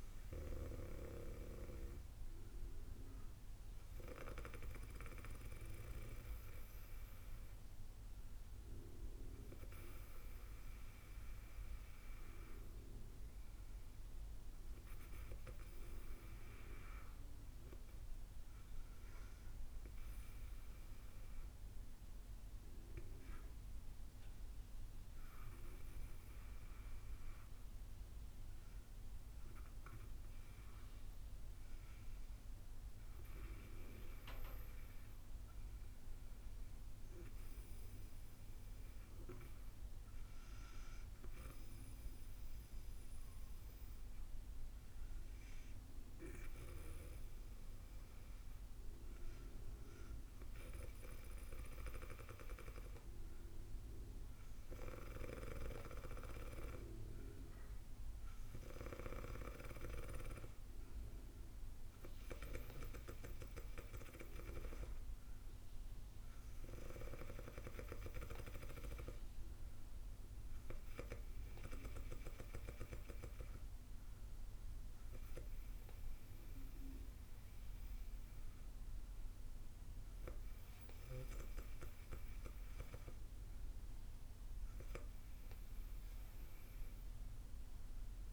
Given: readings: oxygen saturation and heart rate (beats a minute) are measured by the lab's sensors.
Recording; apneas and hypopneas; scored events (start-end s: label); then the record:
breathing in sleep by a room microphone; 1
21.00-31.50 s: obstructive apnea (oxygen 96% before, 93% lowest, heart rate 61 before, 57 extreme, up 7 after)
33.50-36.50 s: arousal
From the record:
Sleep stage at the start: N2 (light sleep); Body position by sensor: on the back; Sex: female